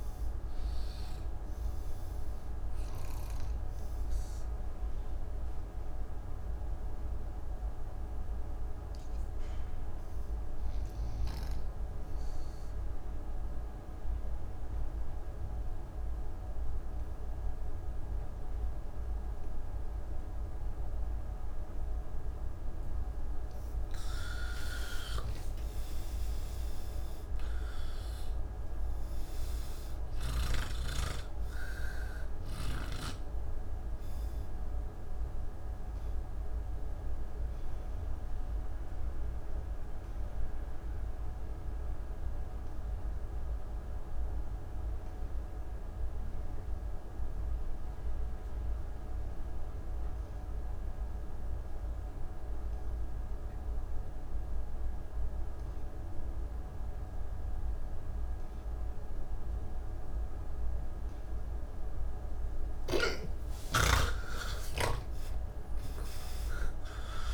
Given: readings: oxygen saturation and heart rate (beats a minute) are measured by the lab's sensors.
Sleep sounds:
breathing in sleep by a room microphone; 2
13.50-23.50 s: obstructive apnea (oxygen 94% before, 81% lowest, heart rate 96 before, 35 extreme, up 39 after)
24.50-46.50 s: oxygen desaturation (device-marked, oxygen 97% before, 88% lowest)
36.00-63.00 s: obstructive apnea (oxygen 97% before, 81% lowest)
57.50-67.34 s: oxygen desaturation (device-marked, oxygen 97% before, 81% lowest, heart rate 70 before, 28 extreme)
From the record:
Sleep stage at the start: N3 (deep sleep); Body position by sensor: on the back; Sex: male

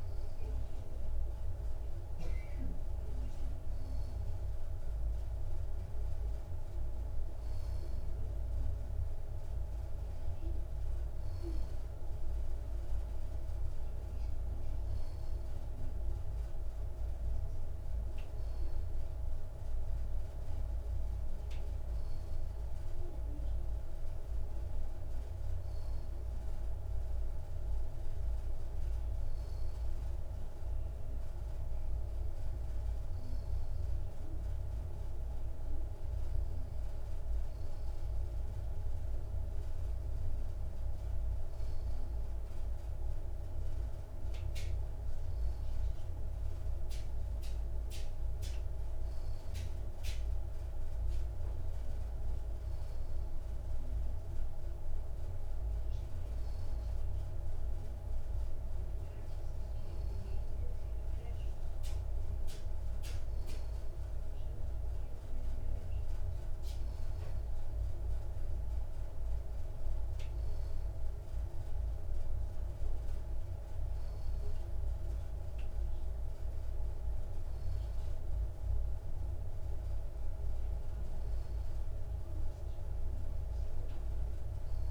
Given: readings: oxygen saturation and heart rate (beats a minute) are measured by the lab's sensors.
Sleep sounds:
breathing in sleep, hard to hear, by a room microphone; none
none scored
From the record:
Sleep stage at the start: N2 (light sleep); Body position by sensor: on the back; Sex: male

